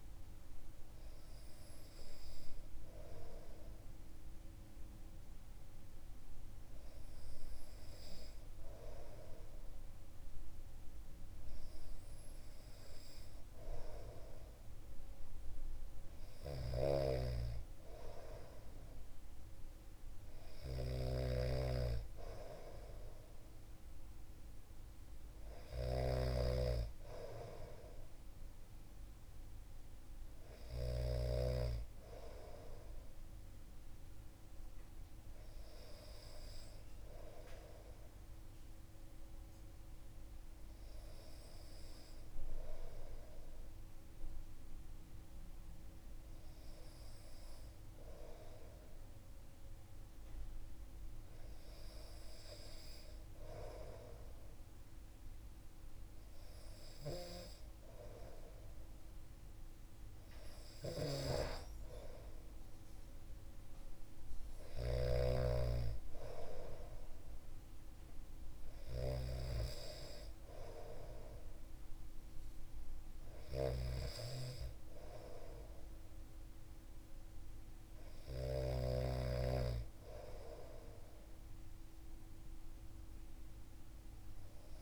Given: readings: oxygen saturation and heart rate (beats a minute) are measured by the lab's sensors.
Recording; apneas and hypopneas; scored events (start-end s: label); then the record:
breathing in sleep by a room microphone; none
16.00-31.00 s: snoring (device-marked)
60.50-65.00 s: snoring (device-marked)
73.00-78.50 s: snoring (device-marked)
From the record:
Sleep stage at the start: N2 (light sleep); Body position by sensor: on the back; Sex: male